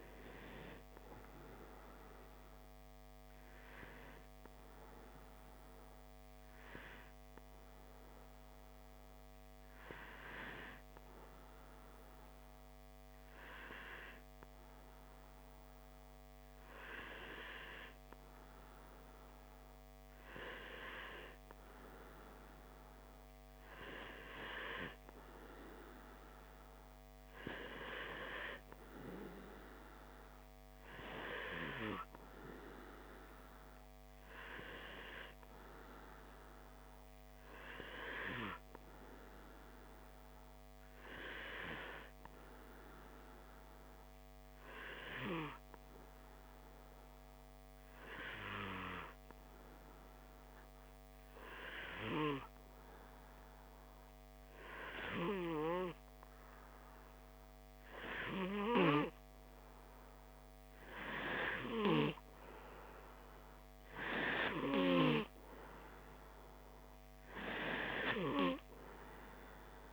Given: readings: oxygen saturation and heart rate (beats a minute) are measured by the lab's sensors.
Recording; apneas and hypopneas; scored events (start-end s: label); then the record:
breathing in sleep by a microphone on the trachea; 2
0.50-15.00 s: hypopnea (oxygen 95% before, 94% lowest, heart rate 61 before, 60 extreme, up 0 after)
18.50-22.50 s: arousal
43.50-56.50 s: hypopnea (oxygen 96% before, 95% lowest, heart rate 61 before, 59 extreme, up 1 after)
59.00-62.00 s: arousal
From the record:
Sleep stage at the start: N2 (light sleep); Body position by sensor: on the back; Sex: male